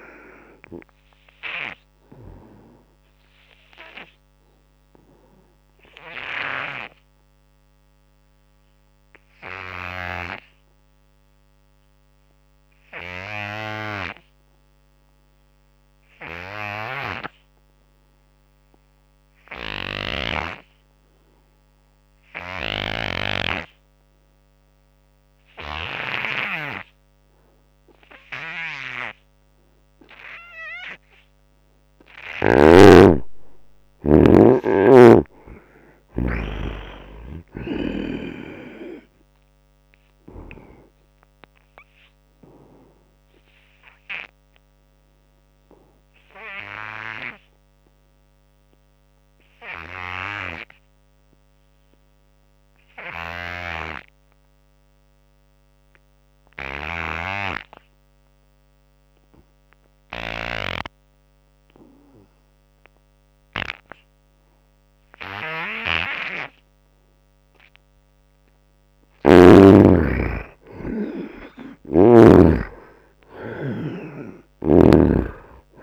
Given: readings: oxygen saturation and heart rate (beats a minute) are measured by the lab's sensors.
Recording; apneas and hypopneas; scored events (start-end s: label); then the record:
breathing in sleep by a microphone on the trachea; 2
0.00-18.50 s: oxygen desaturation (device-marked, oxygen 74% lowest, heart rate 67 extreme)
1.50-31.50 s: obstructive apnea (oxygen 98% before, 74% lowest, heart rate 78 before, 67 extreme, up 3 after)
28.50-57.50 s: oxygen desaturation (device-marked, oxygen 98% before, 74% lowest, heart rate 82 before, 60 extreme)
33.50-37.50 s: arousal
41.00-67.00 s: obstructive apnea (oxygen 98% before, 74% lowest, heart rate 76 before, 60 extreme, up 24 after)
68.00-70.50 s: arousal
68.50-72.00 s: snoring (device-marked)
70.50-75.83 s: oxygen desaturation (device-marked, oxygen 95% before, 74% lowest, heart rate 73 before, 71 extreme)
74.00-75.83 s: snoring (device-marked)
From the record:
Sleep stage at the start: N2 (light sleep); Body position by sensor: on the right side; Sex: male